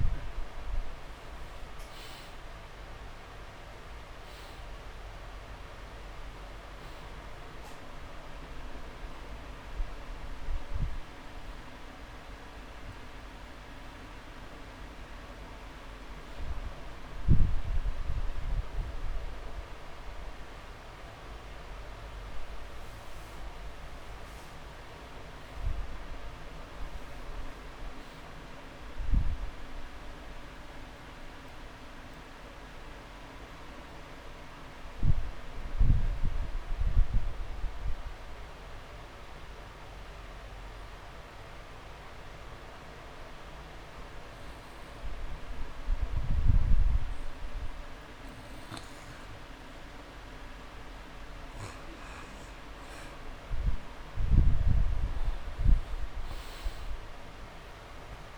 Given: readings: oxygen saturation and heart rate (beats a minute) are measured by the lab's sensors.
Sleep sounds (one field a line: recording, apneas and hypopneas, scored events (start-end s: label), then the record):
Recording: breathing in sleep, hard to hear, by a room microphone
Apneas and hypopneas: 1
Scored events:
0.00-2.50 s: arousal
13.50-27.50 s: oxygen desaturation (device-marked, oxygen 98% before, 93% lowest)
31.00-34.50 s: arousal
39.00-52.00 s: obstructive apnea (oxygen 99% before, 90% lowest)
52.50-58.38 s: oxygen desaturation (device-marked, oxygen 98% before, 90% lowest)
From the record:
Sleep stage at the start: N2 (light sleep)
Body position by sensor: on the back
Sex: male